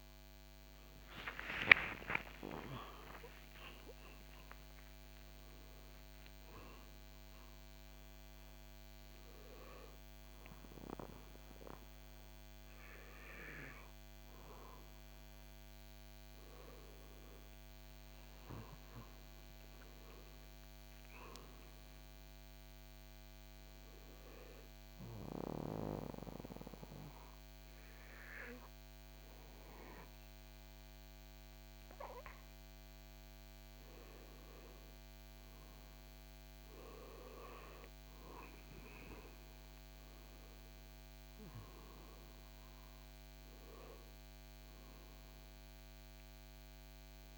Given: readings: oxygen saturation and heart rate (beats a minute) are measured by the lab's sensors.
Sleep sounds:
a person partly awake in a sleep study, by a microphone on the trachea; 1
8.00-47.38 s: new sleep stage, N2 (light sleep)
24.50-34.50 s: obstructive apnea (oxygen 96% before, 93% lowest, heart rate 84 before, 67 extreme, up 18 after)
37.00-41.50 s: arousal
40.00-47.38 s: oxygen desaturation (device-marked, oxygen 96% before, 93% lowest, heart rate 77 before, 68 extreme)
From the record:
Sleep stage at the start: awake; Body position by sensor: on the back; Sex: male

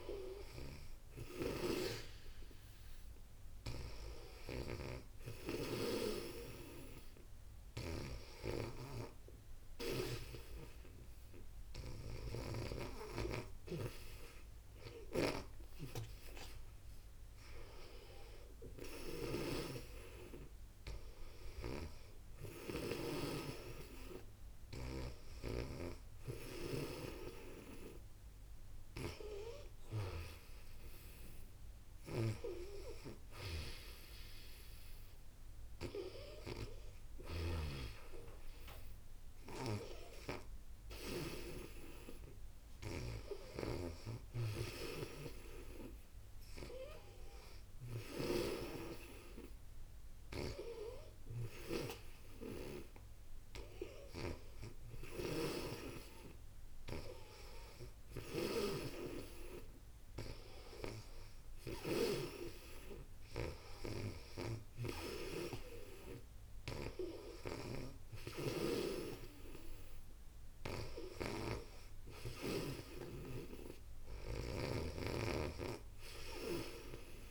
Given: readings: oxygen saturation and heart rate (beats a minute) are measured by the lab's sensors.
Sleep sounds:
breathing in sleep by a room microphone; none
0.00-19.00 s: snoring (device-marked)
21.00-41.00 s: snoring (device-marked)
43.00-51.50 s: snoring (device-marked)
53.50-77.31 s: snoring (device-marked)
From the record:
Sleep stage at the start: N2 (light sleep); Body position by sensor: on the back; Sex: female

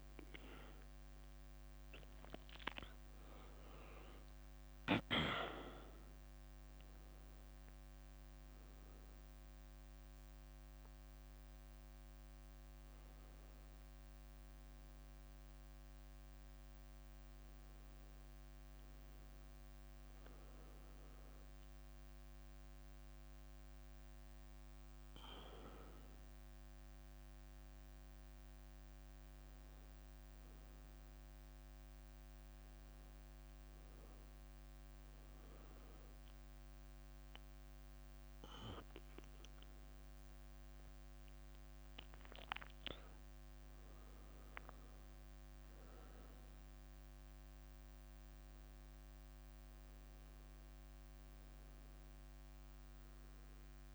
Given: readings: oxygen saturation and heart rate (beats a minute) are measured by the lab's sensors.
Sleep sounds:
breathing in sleep by a microphone on the trachea; none
1.50-2.50 s: leg movement (device-marked)
13.00-17.50 s: leg movement (device-marked)
20.00-22.00 s: leg movement (device-marked)
30.50-38.50 s: leg movement (device-marked)
40.50-44.00 s: leg movement (device-marked)
41.00-45.50 s: arousal
49.50-53.95 s: leg movement (device-marked)
From the record:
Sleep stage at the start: N1 (lightest sleep); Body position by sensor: on the back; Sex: female

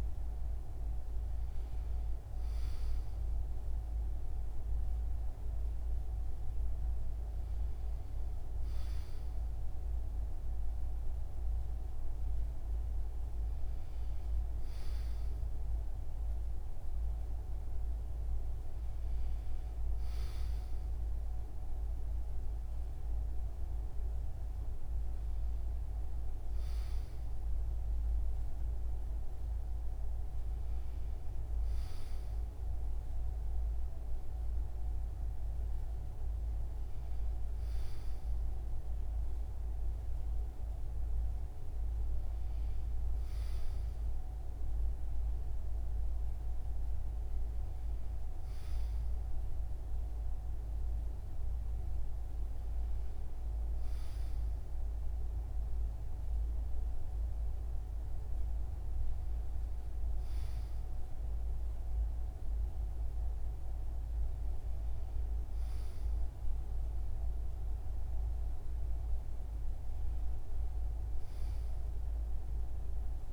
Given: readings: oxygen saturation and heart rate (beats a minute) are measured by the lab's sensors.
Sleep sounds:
breathing in sleep, hard to hear, by a room microphone; none
none scored
From the record:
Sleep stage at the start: N2 (light sleep); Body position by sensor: on the right side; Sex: male

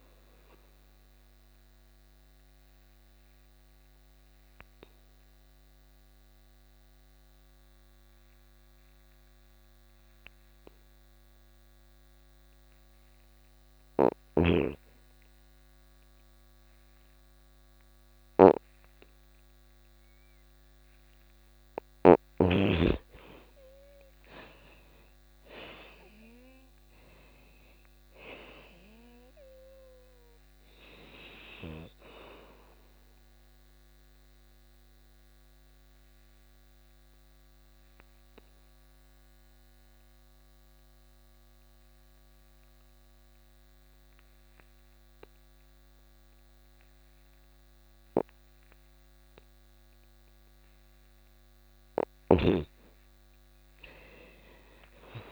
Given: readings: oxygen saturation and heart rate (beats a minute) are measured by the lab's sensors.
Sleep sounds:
breathing in sleep by a microphone on the trachea; 2
0.00-14.00 s: oxygen desaturation (device-marked, oxygen 89% lowest, heart rate 46 extreme)
0.50-20.50 s: obstructive apnea (oxygen 98% before, 85% lowest, heart rate 113 before, 46 extreme, up 54 after)
13.00-21.50 s: snoring (device-marked)
22.00-25.50 s: arousal
23.00-30.00 s: oxygen desaturation (device-marked, oxygen 99% before, 92% lowest, heart rate 99 before, 48 extreme)
32.00-41.00 s: oxygen desaturation (device-marked, oxygen 96% before, 85% lowest, heart rate 86 before, 72 extreme)
32.50-50.50 s: obstructive apnea (oxygen 99% before, 85% lowest, heart rate 86 before, 72 extreme)
52.00-55.32 s: arousal
54.00-55.32 s: oxygen desaturation (device-marked, oxygen 98% before, 88% lowest, heart rate 125 before, 85 extreme)
From the record:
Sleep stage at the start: N2 (light sleep); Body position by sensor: on the back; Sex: female

